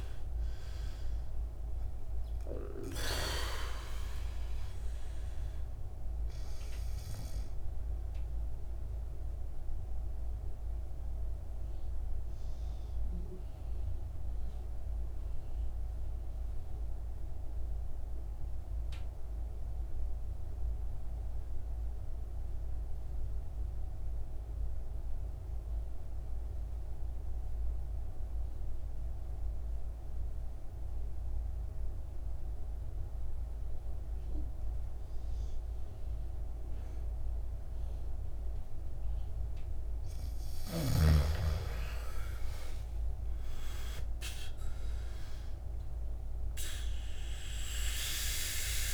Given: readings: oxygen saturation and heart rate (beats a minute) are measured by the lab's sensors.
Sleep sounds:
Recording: breathing in sleep by a room microphone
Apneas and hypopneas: 1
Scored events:
0.00-9.00 s: oxygen desaturation (device-marked, oxygen 90% lowest, heart rate 51 extreme)
9.50-40.00 s: mixed apnea (oxygen 99% before, 77% lowest, heart rate 63 before, 51 extreme, up 15 after)
11.00-27.00 s: oxygen desaturation (device-marked, oxygen 93% before, 81% lowest, heart rate 63 before, 51 extreme)
41.00-48.94 s: oxygen desaturation (device-marked, oxygen 99% before, 77% lowest, heart rate 55 before, 52 extreme)
42.00-47.00 s: arousal
From the record:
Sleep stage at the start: N2 (light sleep)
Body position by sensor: on the back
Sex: male

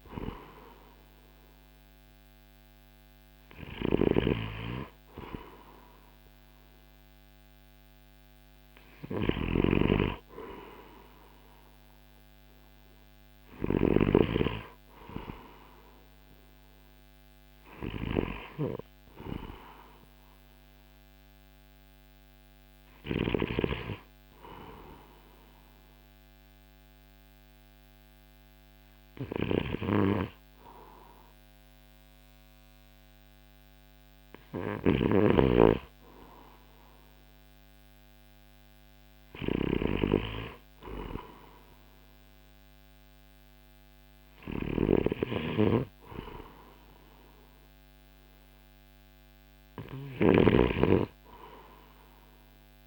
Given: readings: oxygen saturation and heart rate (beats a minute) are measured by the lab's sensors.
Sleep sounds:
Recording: breathing in sleep by a microphone on the trachea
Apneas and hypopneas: 1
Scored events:
0.00-13.50 s: snoring (device-marked)
23.50-35.00 s: hypopnea (oxygen 95% before, 93% lowest, heart rate 60 before, 57 extreme, up 3 after)
34.00-52.87 s: snoring (device-marked)
37.00-41.00 s: arousal
From the record:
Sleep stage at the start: N2 (light sleep)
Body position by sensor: on the right side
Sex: male

